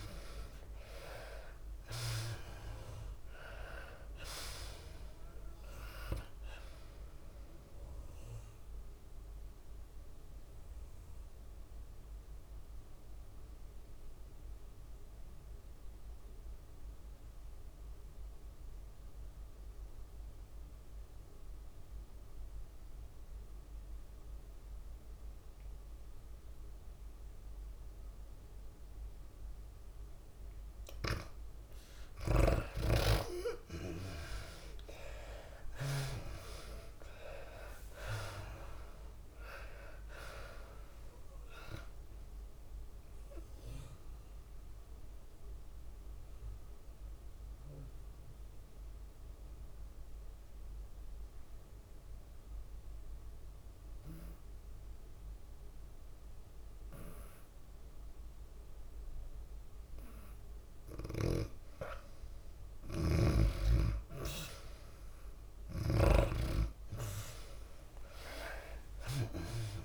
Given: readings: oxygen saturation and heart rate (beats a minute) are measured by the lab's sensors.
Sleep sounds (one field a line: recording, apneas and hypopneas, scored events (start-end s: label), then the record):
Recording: breathing in sleep by a room microphone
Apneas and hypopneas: 2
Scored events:
0.00-1.00 s: arousal
0.00-15.50 s: tachycardia (device-marked, heart rate 107 extreme)
0.00-22.50 s: oxygen desaturation (device-marked, oxygen 83% lowest, heart rate 97 extreme)
1.50-16.50 s: drop in pulse transit time (device-marked, heart rate 105 before, 102 extreme)
10.00-32.00 s: obstructive apnea (oxygen 98% before, 80% lowest, heart rate 104 before, 97 extreme, up 37 after)
29.50-57.50 s: oxygen desaturation (device-marked, oxygen 97% before, 80% lowest, heart rate 101 before, 96 extreme)
30.50-53.50 s: tachycardia (device-marked, heart rate 96 before, 134 extreme)
34.00-36.00 s: long interval between heartbeats (device-marked, heart rate 99 before, 110 extreme)
34.50-38.00 s: arousal
35.50-55.50 s: drop in pulse transit time (device-marked, heart rate 100 before, 101 extreme)
39.50-41.50 s: long interval between heartbeats (device-marked, heart rate 105 before, 126 extreme)
41.50-43.50 s: long interval between heartbeats (device-marked, heart rate 108 before, 127 extreme)
43.00-60.00 s: mixed apnea (oxygen 97% before, 79% lowest, heart rate 109 before, 96 extreme, up 3 after)
48.00-50.00 s: long interval between heartbeats (device-marked, heart rate 116 before, 118 extreme)
62.50-69.85 s: tachycardia (device-marked, heart rate 97 before, 107 extreme)
63.50-66.50 s: arousal
66.50-69.85 s: oxygen desaturation (device-marked, oxygen 98% before, 86% lowest, heart rate 109 before, 98 extreme)
From the record:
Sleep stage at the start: N2 (light sleep)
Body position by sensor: on the left side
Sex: female